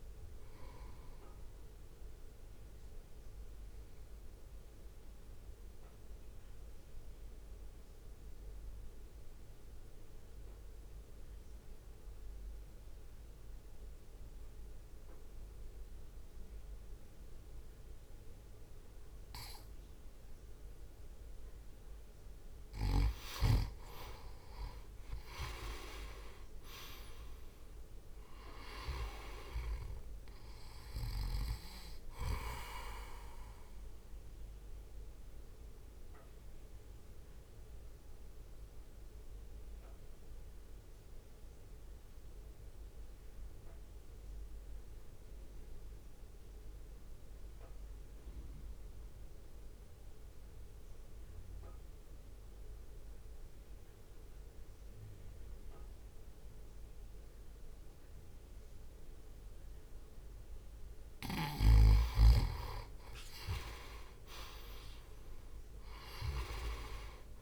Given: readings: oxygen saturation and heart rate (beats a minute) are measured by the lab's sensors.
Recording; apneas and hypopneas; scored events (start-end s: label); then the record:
breathing in sleep by a room microphone; 2
0.00-8.50 s: drop in pulse transit time (device-marked, heart rate 61 extreme)
0.00-14.50 s: oxygen desaturation (device-marked, oxygen 89% lowest, heart rate 53 extreme)
3.00-22.50 s: mixed apnea (oxygen 96% before, 89% lowest, heart rate 58 before, 53 extreme, up 3 after)
25.50-37.50 s: drop in pulse transit time (device-marked, heart rate 65 before, 54 extreme)
26.50-38.50 s: oxygen desaturation (device-marked, oxygen 98% before, 92% lowest, heart rate 65 before, 53 extreme)
27.00-31.00 s: arousal
34.50-60.00 s: mixed apnea (oxygen 98% before, 90% lowest, heart rate 65 before, 49 extreme, up 1 after)
43.50-53.50 s: oxygen desaturation (device-marked, oxygen 93% before, 90% lowest, heart rate 59 before, 49 extreme)
62.50-66.00 s: arousal
65.50-67.42 s: drop in pulse transit time (device-marked, heart rate 62 before, 49 extreme)
From the record:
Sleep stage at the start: N2 (light sleep); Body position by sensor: on the right side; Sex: male